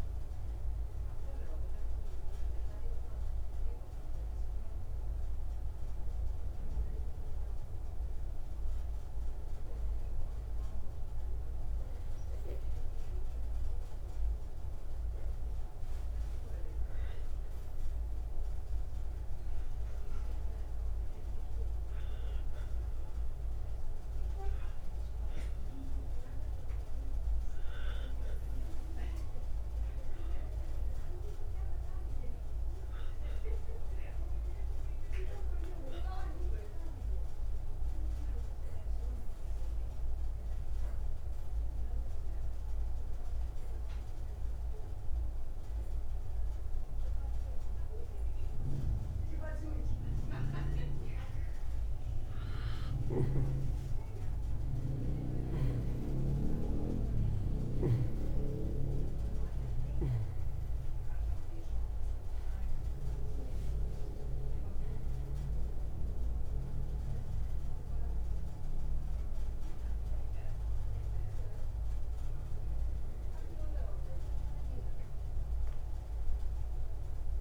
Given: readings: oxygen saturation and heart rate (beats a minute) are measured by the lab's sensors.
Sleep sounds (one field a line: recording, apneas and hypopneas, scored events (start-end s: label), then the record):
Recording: breathing in sleep by a room microphone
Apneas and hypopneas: 1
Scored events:
0.00-22.50 s: oxygen desaturation (device-marked, oxygen 88% lowest, heart rate 79 extreme)
36.50-52.50 s: obstructive apnea (oxygen 98% before, 89% lowest, heart rate 111 before, 93 extreme, up 41 after)
55.00-59.50 s: arousal
62.50-77.41 s: oxygen desaturation (device-marked, oxygen 95% before, 89% lowest, heart rate 141 before, 85 extreme)
From the record:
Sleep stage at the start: N2 (light sleep)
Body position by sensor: on the right side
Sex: male